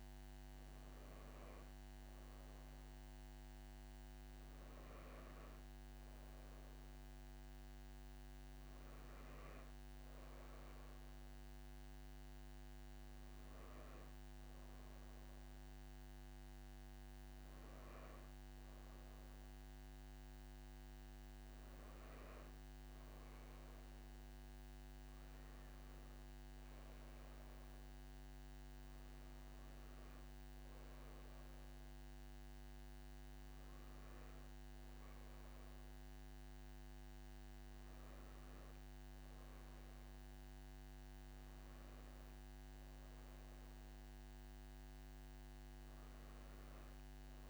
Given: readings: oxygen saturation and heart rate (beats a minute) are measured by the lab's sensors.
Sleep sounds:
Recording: breathing in sleep, hard to hear, by a microphone on the trachea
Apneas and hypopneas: none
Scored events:
2.00-47.50 s: new sleep stage, N2 (light sleep)
From the record:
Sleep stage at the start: N1 (lightest sleep)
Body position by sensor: on the back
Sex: female

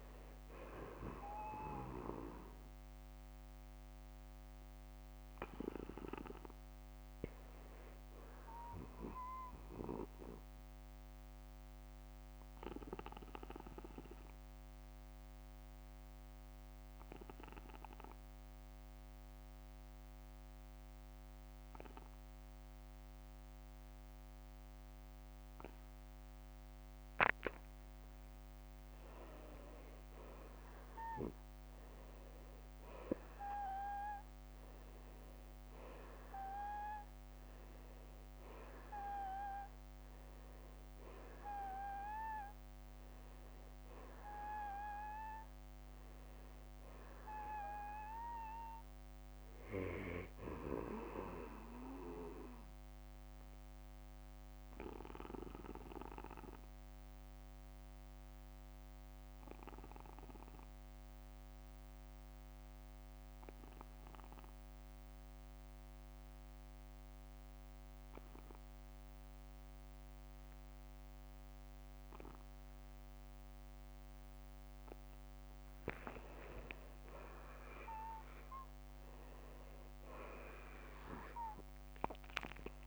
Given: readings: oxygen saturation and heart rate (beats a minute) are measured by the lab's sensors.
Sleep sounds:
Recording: breathing in sleep by a microphone on the trachea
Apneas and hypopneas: 2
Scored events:
2.50-22.50 s: oxygen desaturation (device-marked, oxygen 93% before, 85% lowest, heart rate 61 before, 55 extreme)
10.00-27.00 s: obstructive apnea (oxygen 96% before, 85% lowest, heart rate 64 before, 55 extreme, up 10 after)
29.00-32.50 s: arousal
41.00-43.00 s: long interval between heartbeats (device-marked, heart rate 59 before, 67 extreme)
48.50-66.50 s: oxygen desaturation (device-marked, oxygen 93% before, 86% lowest, heart rate 61 before, 43 extreme)
53.00-75.00 s: obstructive apnea (oxygen 96% before, 84% lowest, heart rate 63 before, 43 extreme, up 15 after)
70.00-72.00 s: long interval between heartbeats (device-marked, heart rate 58 before, 51 extreme)
76.50-81.50 s: arousal
77.50-79.50 s: long interval between heartbeats (device-marked, heart rate 55 before, 55 extreme)
80.50-82.86 s: oxygen desaturation (device-marked, oxygen 95% before, 84% lowest, heart rate 54 before, 40 extreme)
From the record:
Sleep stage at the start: N2 (light sleep)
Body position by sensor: on the back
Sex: male

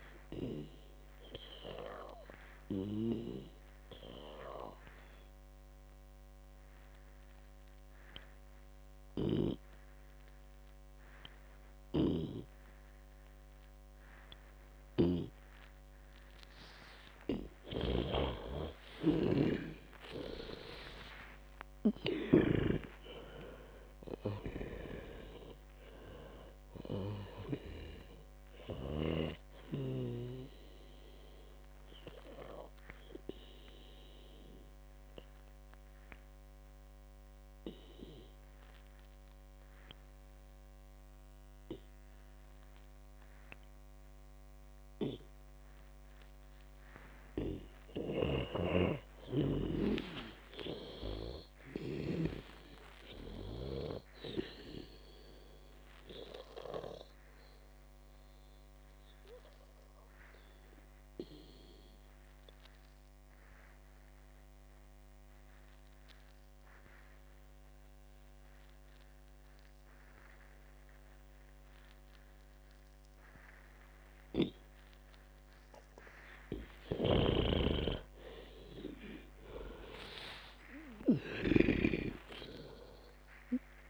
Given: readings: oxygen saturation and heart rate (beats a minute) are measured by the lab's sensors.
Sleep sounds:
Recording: breathing in sleep by a microphone on the trachea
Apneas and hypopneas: 3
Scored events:
0.50-17.00 s: obstructive apnea (oxygen 99% before, 91% lowest, heart rate 73 before, 55 extreme, up 36 after)
9.50-16.00 s: snoring (device-marked)
18.00-21.00 s: arousal
18.00-23.00 s: snoring (device-marked)
24.00-46.00 s: oxygen desaturation (device-marked, oxygen 97% before, 91% lowest, heart rate 71 before, 53 extreme)
31.00-48.00 s: obstructive apnea (oxygen 98% before, 91% lowest, heart rate 76 before, 53 extreme, up 43 after)
48.50-53.00 s: snoring (device-marked)
50.00-52.50 s: arousal
57.00-75.50 s: obstructive apnea (oxygen 99% before, 92% lowest, heart rate 71 before, 53 extreme, up 36 after)
77.50-83.90 s: snoring (device-marked)
78.50-82.00 s: arousal
82.00-83.90 s: oxygen desaturation (device-marked, oxygen 97% before, 92% lowest, heart rate 60 before, 53 extreme)
From the record:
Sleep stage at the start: N2 (light sleep)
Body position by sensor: on the back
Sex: female

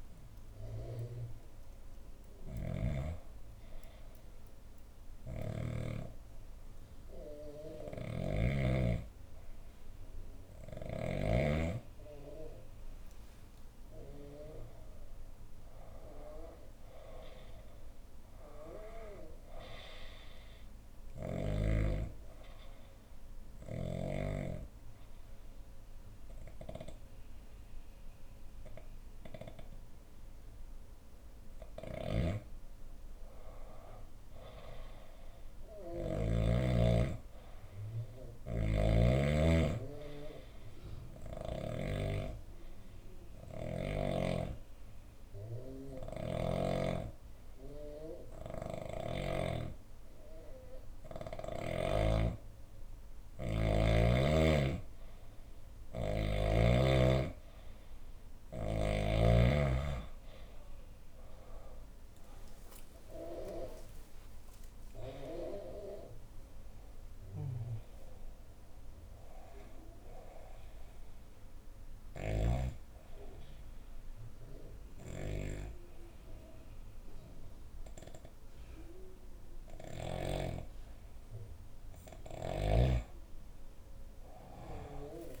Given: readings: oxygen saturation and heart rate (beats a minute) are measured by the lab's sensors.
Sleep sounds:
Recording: breathing in sleep by a room microphone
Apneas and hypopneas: 1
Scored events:
2.00-5.50 s: snoring (device-marked)
16.00-28.00 s: oxygen desaturation (device-marked, oxygen 98% before, 93% lowest, heart rate 64 before, 59 extreme)
30.00-34.00 s: arousal
31.50-36.00 s: snoring (device-marked)
38.00-41.50 s: snoring (device-marked)
39.00-58.50 s: obstructive apnea (oxygen 98% before, 91% lowest, heart rate 64 before, 61 extreme, up 20 after)
61.00-78.00 s: oxygen desaturation (device-marked, oxygen 95% before, 91% lowest, heart rate 65 before, 61 extreme)
62.50-69.00 s: arousal
From the record:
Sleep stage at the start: N2 (light sleep)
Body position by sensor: on the left side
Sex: female

